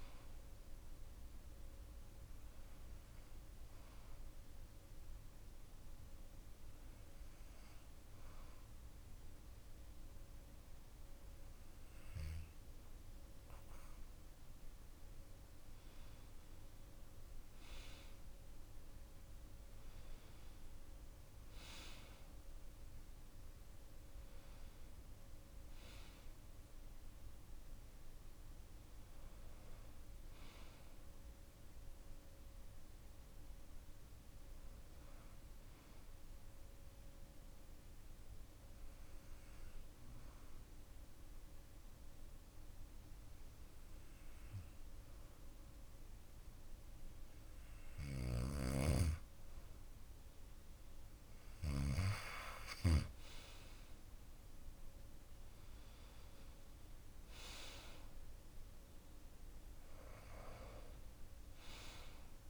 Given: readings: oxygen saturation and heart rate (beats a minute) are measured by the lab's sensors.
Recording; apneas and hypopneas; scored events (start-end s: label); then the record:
breathing in sleep by a room microphone; 2
2.00-15.00 s: hypopnea (oxygen 96% before, 91% lowest)
17.50-21.50 s: arousal
34.50-48.00 s: hypopnea (oxygen 95% before, 91% lowest)
51.00-54.50 s: arousal
55.50-62.50 s: oxygen desaturation (device-marked, oxygen 95% before, 91% lowest)
From the record:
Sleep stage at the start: N2 (light sleep); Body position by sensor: on the back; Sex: male